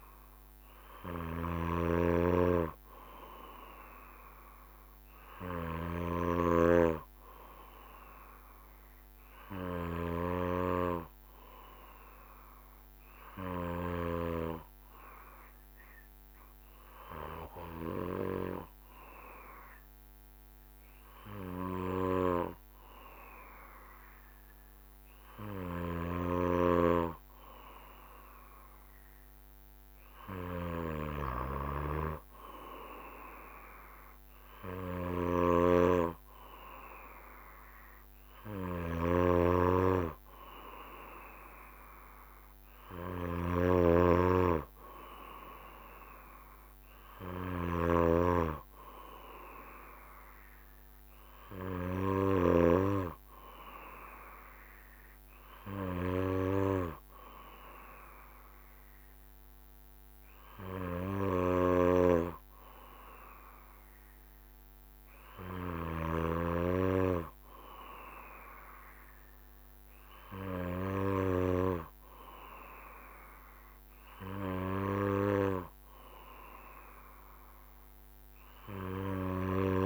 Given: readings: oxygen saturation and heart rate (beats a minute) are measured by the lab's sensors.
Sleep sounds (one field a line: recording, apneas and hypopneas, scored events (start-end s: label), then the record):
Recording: breathing in sleep by a microphone on the trachea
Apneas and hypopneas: 1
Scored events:
1.50-6.50 s: snoring (device-marked)
14.50-28.00 s: obstructive apnea (oxygen 95% before, 94% lowest, heart rate 68 before, 64 extreme, up 2 after)
35.00-38.50 s: arousal
39.00-48.00 s: snoring (device-marked)
41.00-43.00 s: long interval between heartbeats (device-marked, heart rate 68 before, 64 extreme)
From the record:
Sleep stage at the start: N2 (light sleep)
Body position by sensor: on the back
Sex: male